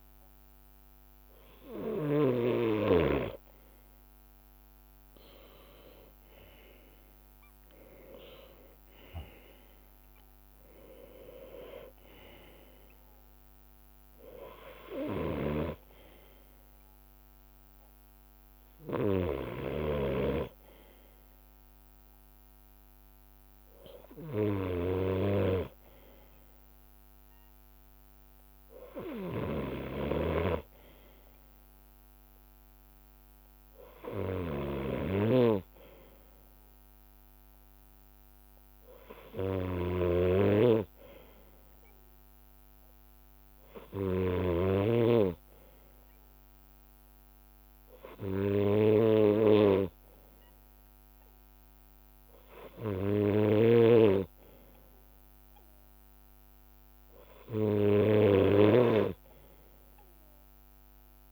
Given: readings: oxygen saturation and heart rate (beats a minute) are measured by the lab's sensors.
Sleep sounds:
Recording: breathing in sleep by a microphone on the trachea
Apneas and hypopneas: none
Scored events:
0.00-4.00 s: bradycardia (device-marked, heart rate 37 extreme)
4.00-16.00 s: drop in pulse transit time (device-marked, heart rate 50 before, 55 extreme)
4.50-8.50 s: arousal
4.50-10.00 s: leg movement (device-marked)
7.00-14.00 s: bradycardia (device-marked, heart rate 54 before, 55 extreme)
8.00-10.00 s: long interval between heartbeats (device-marked, heart rate 52 before, 61 extreme)
14.50-19.50 s: leg movement (device-marked)
15.00-20.00 s: snoring (device-marked)
16.00-61.32 s: bradycardia (device-marked, heart rate 54 before, 32 extreme)
20.50-26.50 s: leg movement (device-marked)
21.00-23.00 s: long interval between heartbeats (device-marked, heart rate 57 before, 58 extreme)
24.00-26.00 s: long interval between heartbeats (device-marked, heart rate 57 before, 47 extreme)
27.00-32.50 s: leg movement (device-marked)
30.00-44.50 s: snoring (device-marked)
30.00-48.00 s: drop in pulse transit time (device-marked, heart rate 53 before, 48 extreme)
34.00-40.50 s: leg movement (device-marked)
41.50-47.50 s: leg movement (device-marked)
44.00-46.00 s: long interval between heartbeats (device-marked, heart rate 53 before, 56 extreme)
48.50-54.50 s: leg movement (device-marked)
56.00-61.32 s: leg movement (device-marked)
56.50-58.50 s: long interval between heartbeats (device-marked, heart rate 54 before, 55 extreme)
From the record:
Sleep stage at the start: N2 (light sleep)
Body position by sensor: on the left side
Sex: male

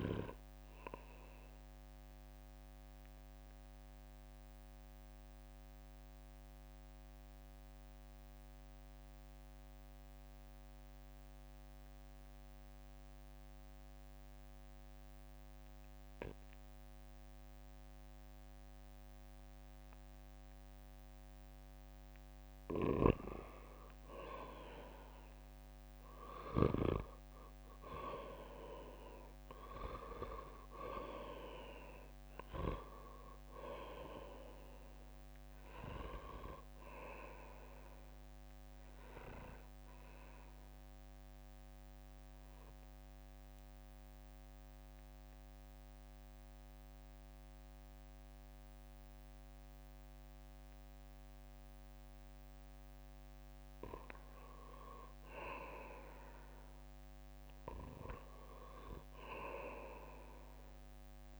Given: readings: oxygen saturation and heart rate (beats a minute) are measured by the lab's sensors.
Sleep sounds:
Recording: breathing in sleep by a microphone on the trachea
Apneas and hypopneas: 2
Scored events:
0.00-11.00 s: oxygen desaturation (device-marked, oxygen 88% lowest, heart rate 54 extreme)
1.00-22.50 s: mixed apnea (oxygen 97% before, 88% lowest, heart rate 65 before, 54 extreme, up 11 after)
27.00-49.00 s: oxygen desaturation (device-marked, oxygen 97% before, 89% lowest, heart rate 60 before, 56 extreme)
27.50-31.00 s: arousal
39.50-53.00 s: central apnea (oxygen 97% before, 89% lowest, heart rate 67 before, 56 extreme, up 8 after)
57.50-61.39 s: arousal
From the record:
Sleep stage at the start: N2 (light sleep)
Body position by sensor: on the back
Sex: male

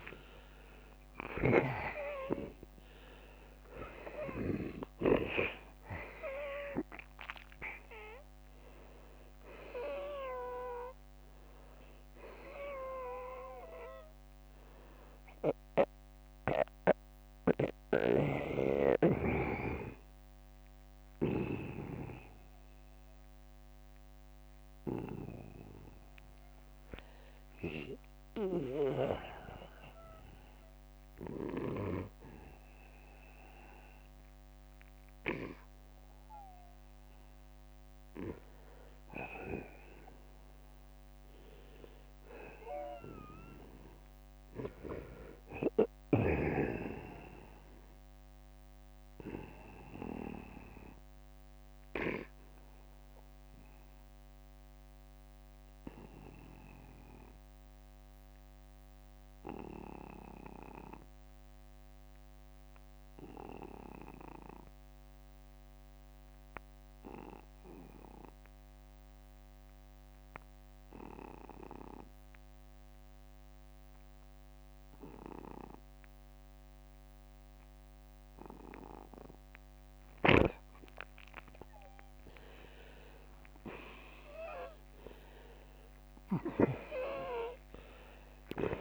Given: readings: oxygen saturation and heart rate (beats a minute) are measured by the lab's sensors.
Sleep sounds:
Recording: breathing in sleep by a microphone on the trachea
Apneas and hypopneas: 1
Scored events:
0.50-2.50 s: long interval between heartbeats (device-marked, heart rate 52 before, 58 extreme)
18.00-20.00 s: long interval between heartbeats (device-marked, heart rate 64 before, 58 extreme)
22.00-40.00 s: oxygen desaturation (device-marked, oxygen 93% before, 84% lowest, heart rate 65 before, 39 extreme)
26.00-30.50 s: arousal
61.00-73.00 s: oxygen desaturation (device-marked, oxygen 95% before, 92% lowest, heart rate 57 before, 47 extreme)
62.00-64.00 s: long interval between heartbeats (device-marked, heart rate 56 before, 43 extreme)
65.00-79.00 s: obstructive apnea (oxygen 96% before, 79% lowest, heart rate 54 before, 47 extreme, up 17 after)
80.50-84.50 s: arousal
81.00-88.81 s: oxygen desaturation (device-marked, oxygen 94% before, 88% lowest, heart rate 48 before, 48 extreme)
From the record:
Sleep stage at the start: N2 (light sleep)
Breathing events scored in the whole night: 239 in 3.9 hours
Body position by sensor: on the back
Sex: male

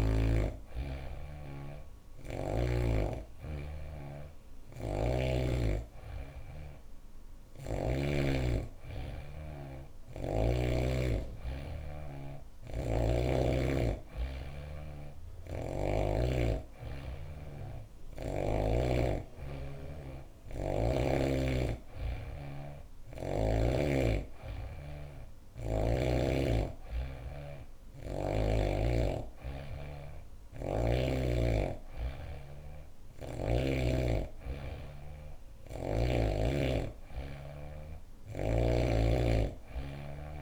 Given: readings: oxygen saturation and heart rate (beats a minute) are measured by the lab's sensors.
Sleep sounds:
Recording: breathing in sleep by a room microphone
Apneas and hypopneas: none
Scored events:
none scored
From the record:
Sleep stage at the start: N3 (deep sleep)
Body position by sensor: on the back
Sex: female

